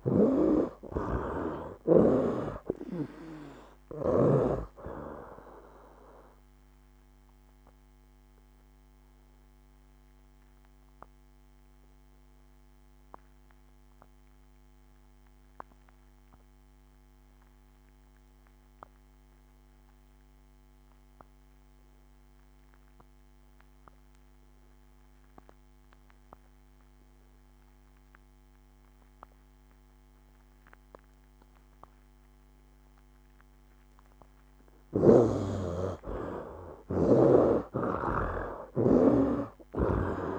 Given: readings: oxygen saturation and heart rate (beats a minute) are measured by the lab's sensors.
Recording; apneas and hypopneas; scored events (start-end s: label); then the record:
breathing in sleep by a microphone on the trachea; 1
0.00-2.00 s: snoring (device-marked)
0.00-25.00 s: oxygen desaturation (device-marked, oxygen 55% lowest, heart rate 68 extreme)
6.00-33.50 s: obstructive apnea (oxygen 86% before, 55% lowest, heart rate 81 before, 67 extreme, up 16 after)
27.00-40.39 s: oxygen desaturation (device-marked, oxygen 95% before, 61% lowest, heart rate 74 before, 65 extreme)
35.50-40.39 s: arousal
From the record:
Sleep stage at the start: N2 (light sleep); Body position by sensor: on the right side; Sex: male